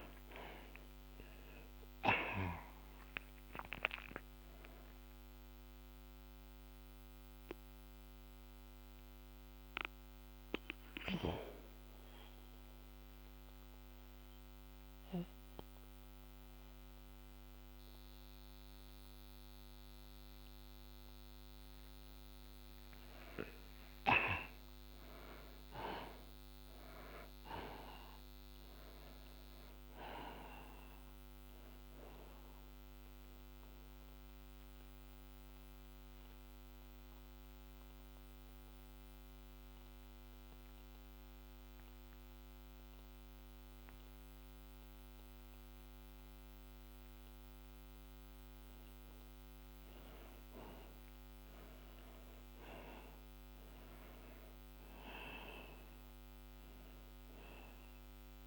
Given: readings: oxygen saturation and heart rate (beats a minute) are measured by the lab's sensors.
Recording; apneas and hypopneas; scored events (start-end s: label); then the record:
breathing in sleep by a microphone on the trachea; 2
0.00-1.50 s: arousal
2.00-21.00 s: oxygen desaturation (device-marked, oxygen 94% before, 78% lowest)
6.00-21.00 s: obstructive apnea (oxygen 96% before, 77% lowest)
23.50-28.00 s: arousal
34.50-49.00 s: obstructive apnea (oxygen 94% before, 77% lowest)
37.00-48.00 s: oxygen desaturation (device-marked, oxygen 92% before, 78% lowest)
53.00-58.47 s: oxygen desaturation (device-marked, oxygen 94% before, 77% lowest)
From the record:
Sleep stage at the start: N2 (light sleep); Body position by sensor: on the back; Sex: male